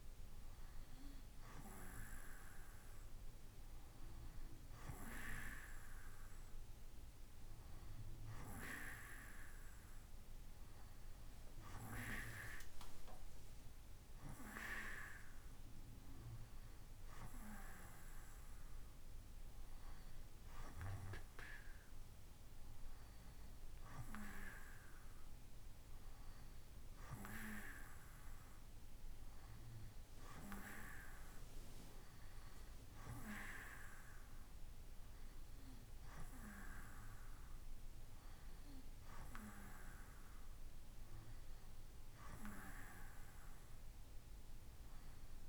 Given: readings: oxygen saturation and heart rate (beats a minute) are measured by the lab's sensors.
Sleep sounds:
breathing in sleep by a room microphone; none
none scored
From the record:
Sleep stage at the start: N2 (light sleep); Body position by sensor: on the right side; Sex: male

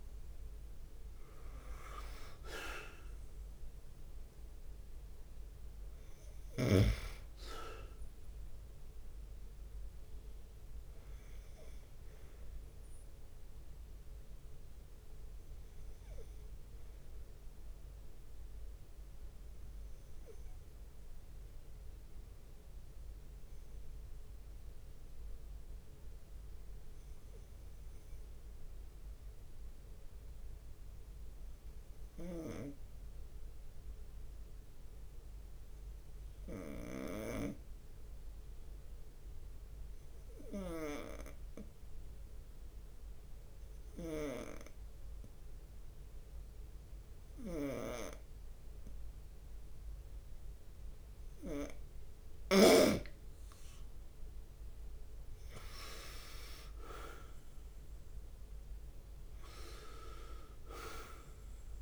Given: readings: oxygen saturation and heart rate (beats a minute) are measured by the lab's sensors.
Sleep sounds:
breathing in sleep by a room microphone; 1
0.00-61.81 s: bradycardia (device-marked)
0.50-2.50 s: long interval between heartbeats (device-marked, heart rate 33 before, 30 extreme)
2.50-22.50 s: oxygen desaturation (device-marked, oxygen 95% before, 92% lowest)
7.00-9.00 s: long interval between heartbeats (device-marked, heart rate 33 before, 45 extreme)
8.50-10.00 s: leg movement (device-marked)
11.50-13.50 s: long interval between heartbeats (device-marked, heart rate 37 before, 56 extreme)
12.50-25.50 s: drop in pulse transit time (device-marked)
17.00-19.00 s: long interval between heartbeats (device-marked, heart rate 41 before, 28 extreme)
18.50-53.00 s: obstructive apnea (oxygen 96% before, 91% lowest)
23.00-25.00 s: long interval between heartbeats (device-marked, heart rate 38 before, 29 extreme)
27.00-29.00 s: long interval between heartbeats (device-marked, heart rate 38 before, 25 extreme)
32.00-34.00 s: long interval between heartbeats (device-marked, heart rate 34 before, 30 extreme)
38.00-40.00 s: long interval between heartbeats (device-marked)
38.50-41.00 s: leg movement (device-marked)
40.50-44.50 s: snoring (device-marked)
42.00-44.50 s: leg movement (device-marked)
43.50-50.50 s: drop in pulse transit time (device-marked)
44.50-46.50 s: long interval between heartbeats (device-marked)
51.00-53.00 s: long interval between heartbeats (device-marked)
53.00-54.50 s: leg movement (device-marked)
55.00-58.50 s: arousal
55.00-61.81 s: leg movement (device-marked)
55.50-61.81 s: oxygen desaturation (device-marked, oxygen 97% before, 91% lowest)
57.50 s: drop in pulse transit time (device-marked)
58.00-60.00 s: long interval between heartbeats (device-marked)
From the record:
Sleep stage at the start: N2 (light sleep); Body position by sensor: on the right side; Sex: male

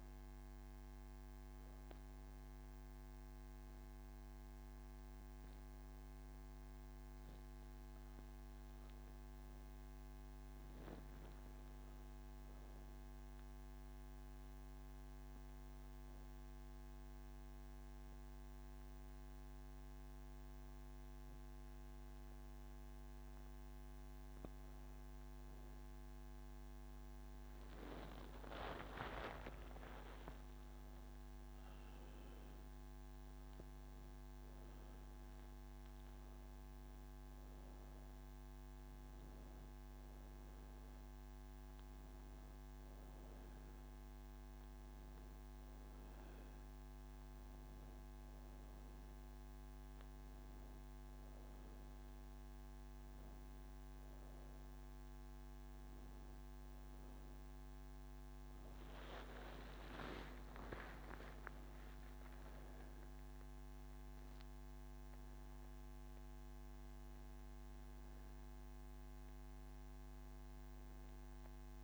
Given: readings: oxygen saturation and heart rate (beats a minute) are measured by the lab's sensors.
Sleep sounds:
breathing in sleep, hard to hear, by a microphone on the trachea; none
none scored
From the record:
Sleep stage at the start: N2 (light sleep); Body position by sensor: on the back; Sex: female

